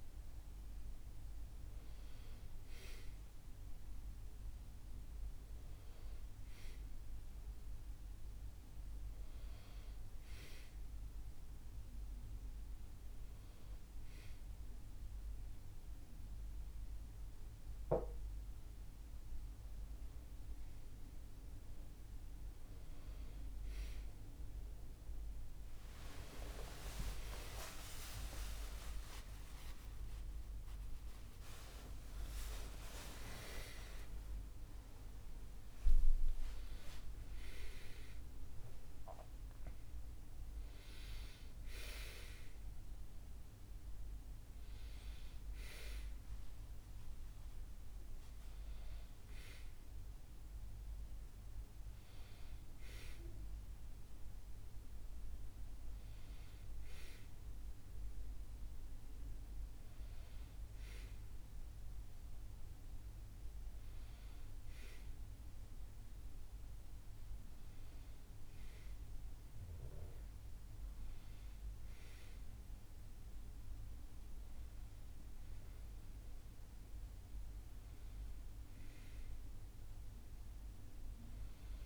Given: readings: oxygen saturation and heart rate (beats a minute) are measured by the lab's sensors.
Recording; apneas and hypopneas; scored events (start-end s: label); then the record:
a person awake in a sleep study, by a room microphone; none
5.50-35.50 s: new sleep stage, N1 (lightest sleep)
35.50-81.86 s: new sleep stage, awake
From the record:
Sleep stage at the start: N2 (light sleep); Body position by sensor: on the back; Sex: male